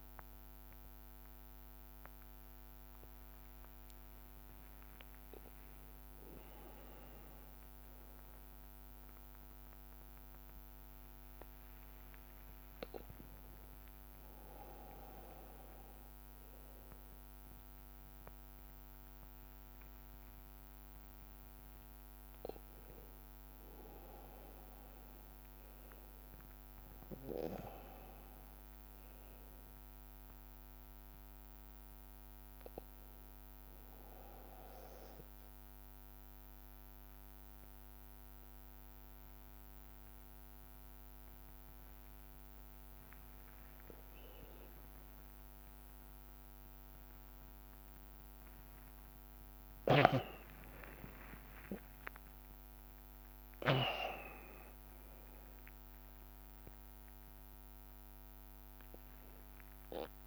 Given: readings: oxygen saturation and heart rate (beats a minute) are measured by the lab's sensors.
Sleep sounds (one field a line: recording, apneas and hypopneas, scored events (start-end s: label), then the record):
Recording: a person awake in a sleep study, by a microphone on the trachea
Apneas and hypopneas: none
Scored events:
3.50-5.50 s: long interval between heartbeats (device-marked, heart rate 94 before, 90 extreme)
11.00-13.00 s: long interval between heartbeats (device-marked, heart rate 95 before, 90 extreme)
18.50-20.50 s: long interval between heartbeats (device-marked, heart rate 93 before, 91 extreme)
22.50-24.50 s: long interval between heartbeats (device-marked, heart rate 92 before, 93 extreme)
29.00-31.00 s: long interval between heartbeats (device-marked, heart rate 91 before, 91 extreme)
35.50-37.50 s: long interval between heartbeats (device-marked, heart rate 91 before, 91 extreme)
41.50-43.50 s: long interval between heartbeats (device-marked, heart rate 91 before, 90 extreme)
45.00-47.00 s: long interval between heartbeats (device-marked, heart rate 91 before, 93 extreme)
48.50-50.50 s: long interval between heartbeats (device-marked, heart rate 92 before, 93 extreme)
53.50-55.50 s: long interval between heartbeats (device-marked, heart rate 92 before, 90 extreme)
57.00-59.00 s: long interval between heartbeats (device-marked, heart rate 93 before, 92 extreme)
From the record:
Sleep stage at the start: awake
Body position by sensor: on the back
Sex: male